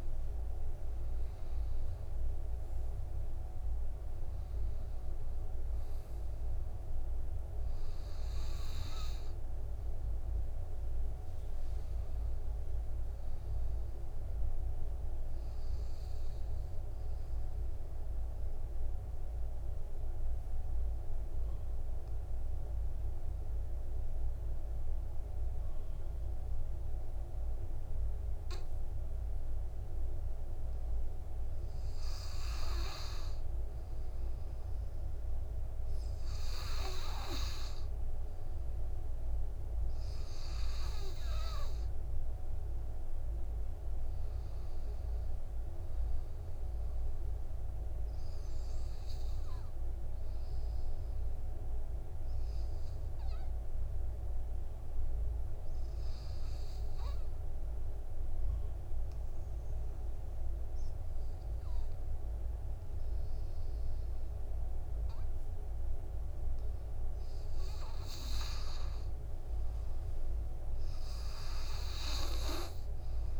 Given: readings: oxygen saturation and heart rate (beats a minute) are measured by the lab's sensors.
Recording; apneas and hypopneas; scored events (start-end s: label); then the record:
breathing in sleep by a room microphone; 2
0.00-2.00 s: arousal
0.00-26.50 s: oxygen desaturation (device-marked, oxygen 94% lowest, heart rate 52 extreme)
17.00-33.00 s: obstructive apnea (oxygen 99% before, 93% lowest, heart rate 60 before, 52 extreme, up 8 after)
35.00-38.00 s: arousal
39.50-61.50 s: oxygen desaturation (device-marked, oxygen 99% before, 94% lowest, heart rate 55 before, 52 extreme)
50.00-67.00 s: obstructive apnea (oxygen 99% before, 92% lowest, heart rate 59 before, 52 extreme, up 6 after)
69.00-72.50 s: arousal
71.50-73.40 s: oxygen desaturation (device-marked, oxygen 97% before, 93% lowest, heart rate 54 before, 48 extreme)
From the record:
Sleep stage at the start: N2 (light sleep); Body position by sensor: on the back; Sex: male